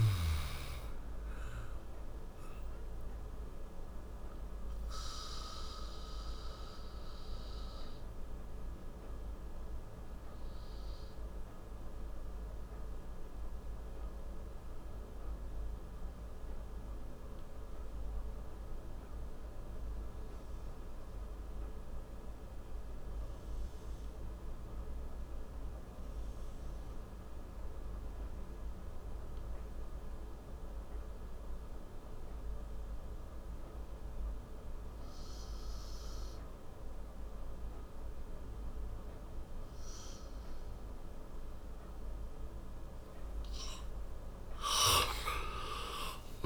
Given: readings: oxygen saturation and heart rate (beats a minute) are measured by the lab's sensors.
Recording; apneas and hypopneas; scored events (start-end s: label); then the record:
breathing in sleep by a room microphone; 1
1.00-25.00 s: oxygen desaturation (device-marked, oxygen 95% before, 85% lowest, heart rate 63 before, 56 extreme)
3.00-40.50 s: obstructive apnea (oxygen 97% before, 85% lowest, heart rate 62 before, 54 extreme, up 14 after)
43.00-46.46 s: arousal
From the record:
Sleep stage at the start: N2 (light sleep); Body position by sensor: on the back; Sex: male